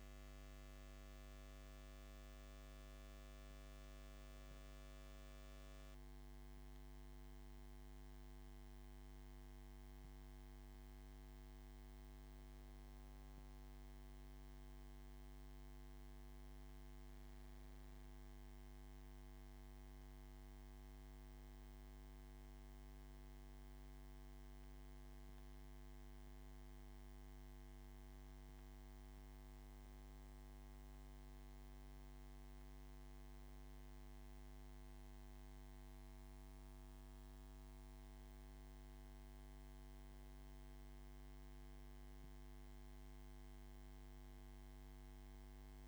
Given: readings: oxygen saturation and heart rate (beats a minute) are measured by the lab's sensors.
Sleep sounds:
a person awake in a sleep study, hard to hear, by a microphone on the trachea; none
none scored
From the record:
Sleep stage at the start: awake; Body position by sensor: on the back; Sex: male

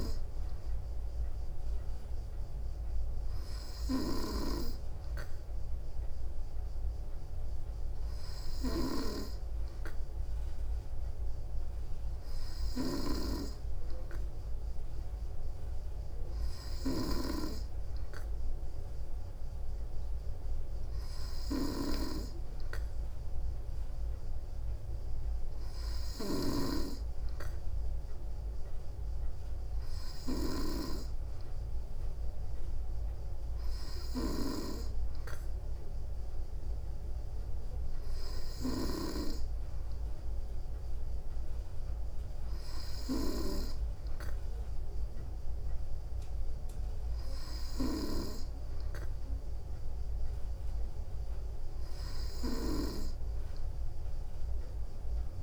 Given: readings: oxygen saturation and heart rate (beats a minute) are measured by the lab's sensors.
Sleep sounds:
breathing in sleep by a room microphone; none
none scored
From the record:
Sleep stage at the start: N2 (light sleep); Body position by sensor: on the back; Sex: female

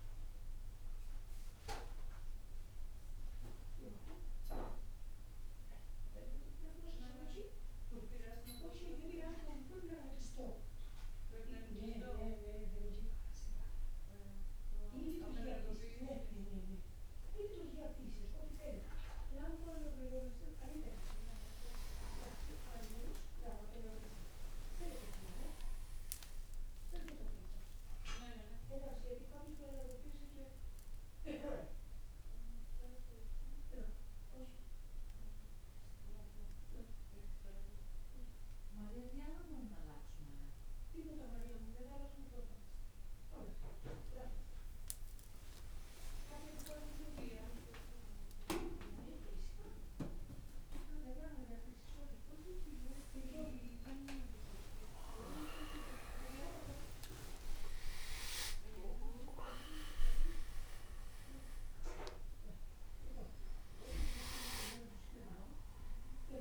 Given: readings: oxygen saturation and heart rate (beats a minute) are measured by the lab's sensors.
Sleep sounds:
a person awake in a sleep study, by a room microphone; none
6.50-66.41 s: new sleep stage, awake
54.50-66.41 s: oxygen desaturation (device-marked, oxygen 98% before, 95% lowest, heart rate 66 before, 64 extreme)
From the record:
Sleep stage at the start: N2 (light sleep); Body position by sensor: on the back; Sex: male

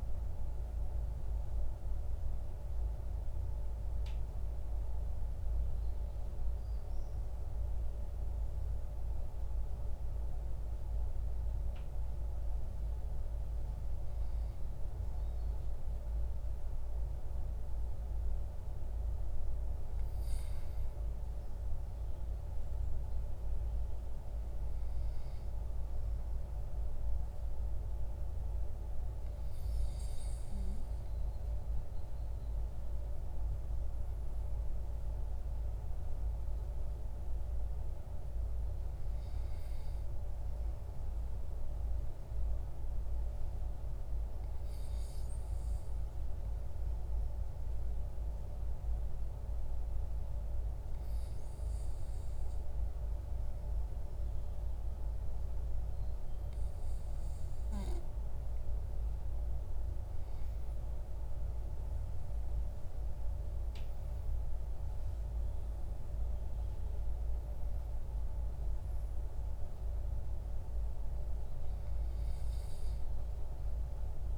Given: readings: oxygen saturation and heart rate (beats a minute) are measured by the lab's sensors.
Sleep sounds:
breathing in sleep, hard to hear, by a room microphone; 1
41.00-58.00 s: obstructive apnea (oxygen 98% before, 95% lowest, heart rate 52 before, 45 extreme, up 13 after)
60.00-65.50 s: arousal
From the record:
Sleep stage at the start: N2 (light sleep); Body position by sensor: on the back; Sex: male

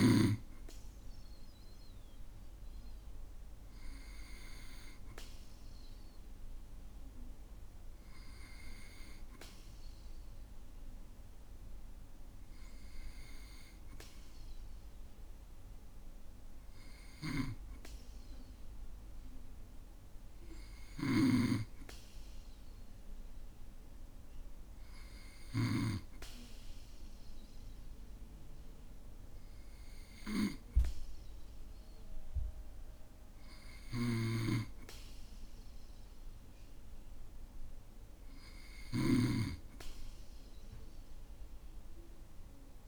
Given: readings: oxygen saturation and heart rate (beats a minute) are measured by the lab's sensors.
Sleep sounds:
breathing in sleep by a room microphone; none
0.50-25.50 s: oxygen desaturation (device-marked, oxygen 97% before, 94% lowest, heart rate 56 before, 55 extreme)
17.50-26.00 s: snoring (device-marked)
34.00-42.88 s: snoring (device-marked)
From the record:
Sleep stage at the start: N2 (light sleep); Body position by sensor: on the back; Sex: male

